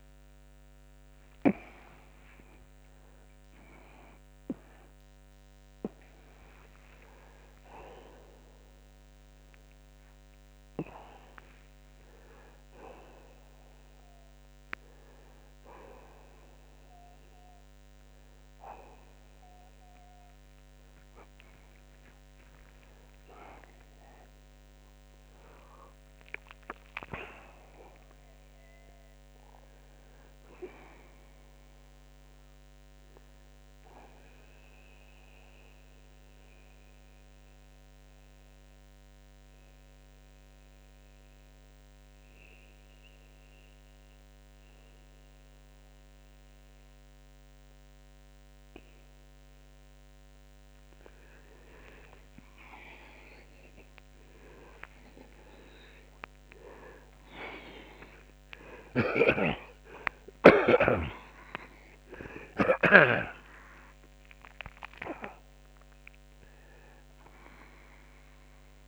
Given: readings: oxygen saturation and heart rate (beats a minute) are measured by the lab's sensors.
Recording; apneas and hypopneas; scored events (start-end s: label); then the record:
a person partly awake in a sleep study, by a microphone on the trachea; 1
0.00-2.50 s: oxygen desaturation (device-marked, oxygen 89% lowest)
9.50-29.50 s: oxygen desaturation (device-marked, oxygen 91% before, 82% lowest)
21.50-68.88 s: new sleep stage, N2 (light sleep)
37.00-51.00 s: mixed apnea (oxygen 96% before, 86% lowest)
51.50-55.00 s: arousal
53.50-68.88 s: oxygen desaturation (device-marked, oxygen 95% before, 91% lowest)
58.50-63.00 s: snoring (device-marked)
From the record:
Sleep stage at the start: awake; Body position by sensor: on the back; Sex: male